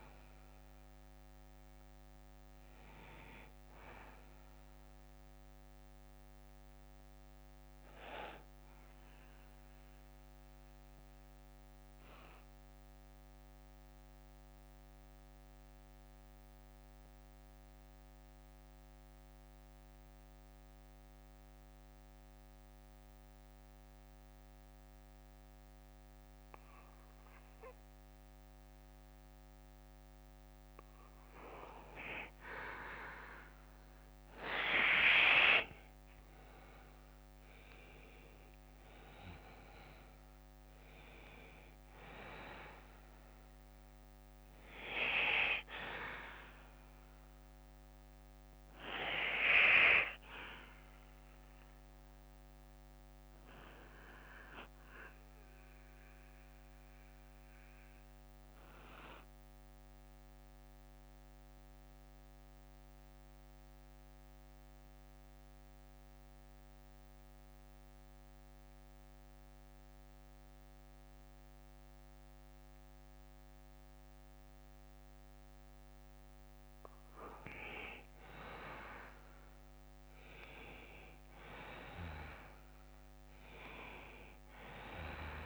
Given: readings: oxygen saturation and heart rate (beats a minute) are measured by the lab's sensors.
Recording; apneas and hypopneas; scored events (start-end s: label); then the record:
breathing in sleep by a microphone on the trachea; 2
0.50-6.50 s: bradycardia (device-marked, heart rate 59 before, 57 extreme)
7.50-11.50 s: bradycardia (device-marked, heart rate 59 before, 56 extreme)
9.50-20.50 s: oxygen desaturation (device-marked, oxygen 97% before, 94% lowest, heart rate 63 before, 58 extreme)
11.00-31.50 s: central apnea (oxygen 97% before, 90% lowest, heart rate 62 before, 54 extreme, up 8 after)
12.50-14.50 s: bradycardia (device-marked, heart rate 59 before, 57 extreme)
16.50-19.50 s: bradycardia (device-marked, heart rate 59 before, 59 extreme)
22.50-29.50 s: bradycardia (device-marked, heart rate 59 before, 58 extreme)
30.50-32.50 s: bradycardia (device-marked, heart rate 59 before, 58 extreme)
34.50-38.50 s: arousal
37.50-50.50 s: oxygen desaturation (device-marked, oxygen 98% before, 94% lowest, heart rate 60 before, 54 extreme)
44.50-51.50 s: bradycardia (device-marked, heart rate 59 before, 56 extreme)
52.00-78.50 s: mixed apnea (oxygen 98% before, 90% lowest, heart rate 63 before, 50 extreme, up 10 after)
55.50-77.50 s: bradycardia (device-marked, heart rate 59 before, 56 extreme)
57.50-70.50 s: oxygen desaturation (device-marked, oxygen 95% before, 90% lowest, heart rate 62 before, 56 extreme)
80.50-85.46 s: arousal
From the record:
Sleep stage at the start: REM sleep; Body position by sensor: on the back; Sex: male